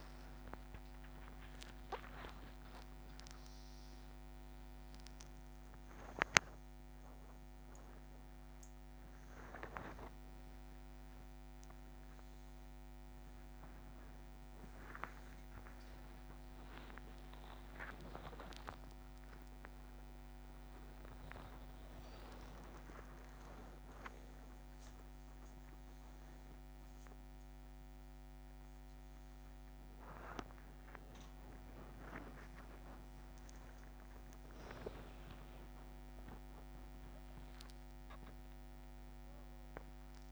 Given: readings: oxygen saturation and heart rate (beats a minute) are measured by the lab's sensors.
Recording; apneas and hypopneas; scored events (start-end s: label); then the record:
a person awake in a sleep study, by a microphone on the trachea; none
4.00-10.00 s: tachycardia (device-marked, heart rate 59 before, 110 extreme)
7.00-9.00 s: long interval between heartbeats (device-marked, heart rate 100 before, 108 extreme)
13.00-17.00 s: tachycardia (device-marked, heart rate 60 before, 113 extreme)
16.50-18.50 s: long interval between heartbeats (device-marked, heart rate 106 before, 111 extreme)
23.00-25.00 s: long interval between heartbeats (device-marked, heart rate 101 before, 90 extreme)
24.00-26.00 s: tachycardia (device-marked, heart rate 61 before, 98 extreme)
30.00-40.00 s: tachycardia (device-marked, heart rate 61 before, 138 extreme)
33.50-35.50 s: long interval between heartbeats (device-marked, heart rate 98 before, 108 extreme)
36.50-38.50 s: long interval between heartbeats (device-marked, heart rate 101 before, 129 extreme)
From the record:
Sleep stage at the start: awake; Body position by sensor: upright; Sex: male